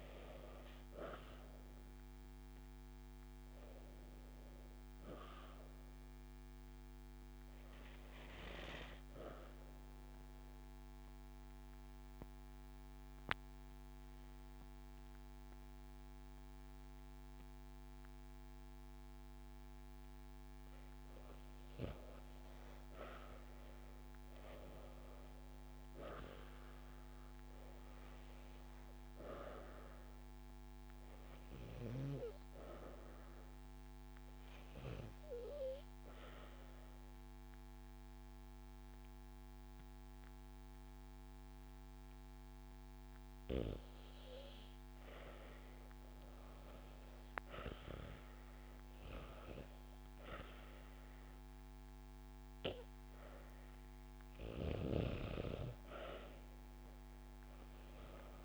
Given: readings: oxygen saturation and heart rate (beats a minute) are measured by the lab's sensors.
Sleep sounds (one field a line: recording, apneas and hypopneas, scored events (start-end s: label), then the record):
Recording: breathing in sleep by a microphone on the trachea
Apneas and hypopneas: 2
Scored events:
8.50-21.50 s: obstructive apnea (oxygen 96% before, 86% lowest)
23.50-26.00 s: arousal
28.00-40.00 s: oxygen desaturation (device-marked, oxygen 95% before, 88% lowest)
28.50-44.00 s: obstructive apnea (oxygen 96% before, 86% lowest)
46.50-50.50 s: arousal
51.00-58.45 s: oxygen desaturation (device-marked, oxygen 94% before, 86% lowest)
From the record:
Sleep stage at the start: N2 (light sleep)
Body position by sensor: on the back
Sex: female